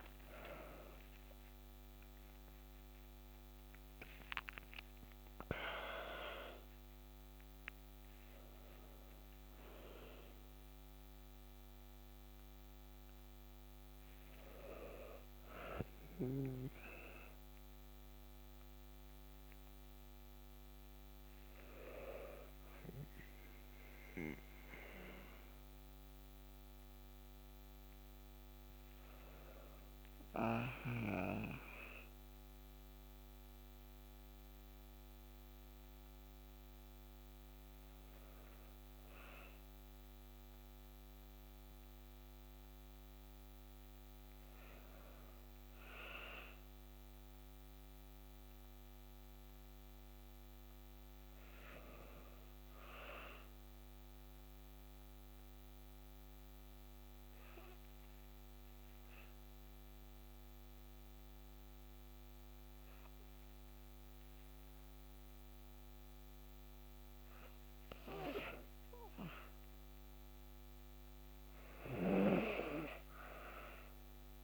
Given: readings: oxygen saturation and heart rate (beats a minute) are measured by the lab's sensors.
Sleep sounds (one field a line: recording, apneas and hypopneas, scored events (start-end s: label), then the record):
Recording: breathing in sleep by a microphone on the trachea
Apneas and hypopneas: 1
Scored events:
0.00-1.00 s: arousal
0.00-26.50 s: oxygen desaturation (device-marked, oxygen 87% lowest, heart rate 52 extreme)
53.00-68.00 s: obstructive apnea (oxygen 96% before, 93% lowest, heart rate 54 before, 52 extreme, up 10 after)
71.00-74.44 s: arousal
From the record:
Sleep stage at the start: N2 (light sleep)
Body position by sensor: on the back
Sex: female